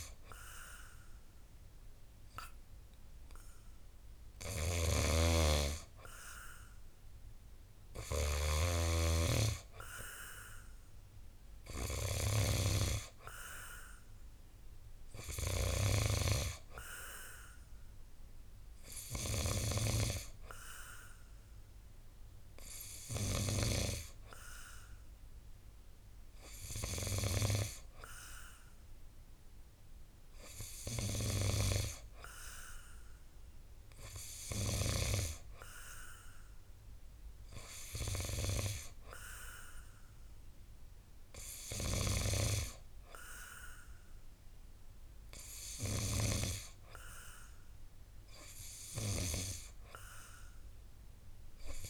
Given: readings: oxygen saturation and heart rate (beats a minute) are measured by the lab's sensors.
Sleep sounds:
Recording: breathing in sleep by a room microphone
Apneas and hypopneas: none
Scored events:
4.50-19.50 s: snoring (device-marked)
41.50-46.00 s: snoring (device-marked)
From the record:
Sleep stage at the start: N2 (light sleep)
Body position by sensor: on the back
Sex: male

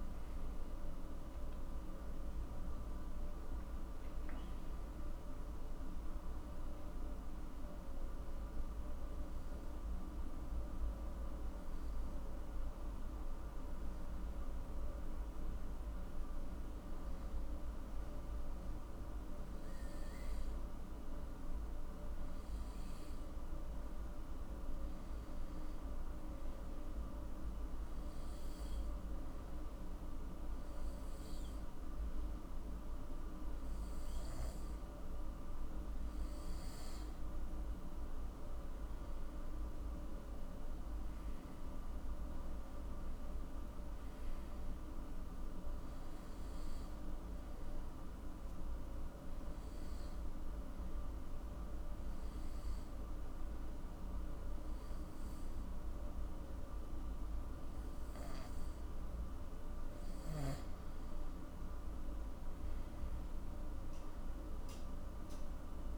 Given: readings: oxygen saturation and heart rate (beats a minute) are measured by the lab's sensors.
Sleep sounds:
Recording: breathing in sleep, hard to hear, by a room microphone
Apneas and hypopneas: 3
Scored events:
0.00-1.00 s: oxygen desaturation (device-marked, oxygen 93% lowest, heart rate 50 extreme)
0.00-4.00 s: arousal
8.50-18.50 s: hypopnea (oxygen 97% before, 92% lowest, heart rate 60 before, 53 extreme, up 9 after)
20.00-23.50 s: arousal
27.50-38.00 s: hypopnea (oxygen 97% before, 92% lowest, heart rate 57 before, 54 extreme, up 13 after)
39.50-43.00 s: arousal
46.00-61.00 s: oxygen desaturation (device-marked, oxygen 95% before, 92% lowest, heart rate 59 before, 55 extreme)
48.50-59.50 s: hypopnea (oxygen 97% before, 92% lowest, heart rate 59 before, 55 extreme, up 7 after)
61.50-65.98 s: arousal
From the record:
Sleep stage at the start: N2 (light sleep)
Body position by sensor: on the back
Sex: male

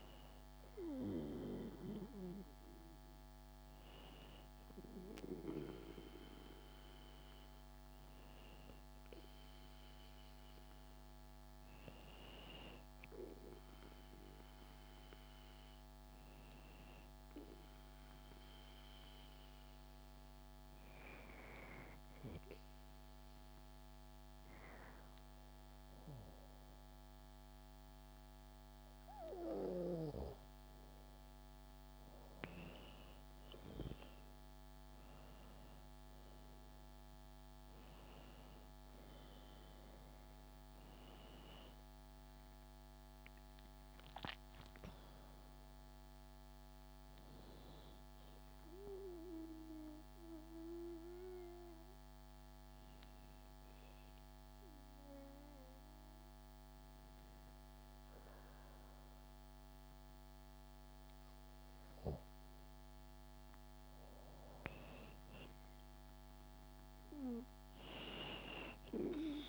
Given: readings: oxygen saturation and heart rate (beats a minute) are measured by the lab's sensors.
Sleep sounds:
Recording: breathing in sleep by a microphone on the trachea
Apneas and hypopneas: 2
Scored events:
15.50-29.50 s: obstructive apnea (oxygen 96% before, 92% lowest, heart rate 68 before, 62 extreme, up 7 after)
31.50-35.50 s: arousal
48.00-62.50 s: mixed apnea (oxygen 95% before, 92% lowest, heart rate 70 before, 63 extreme, up 8 after)
64.00-67.00 s: arousal
67.00-69.49 s: oxygen desaturation (device-marked, oxygen 96% before, 92% lowest, heart rate 69 before, 63 extreme)
From the record:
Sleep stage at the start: N2 (light sleep)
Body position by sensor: on the back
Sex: female

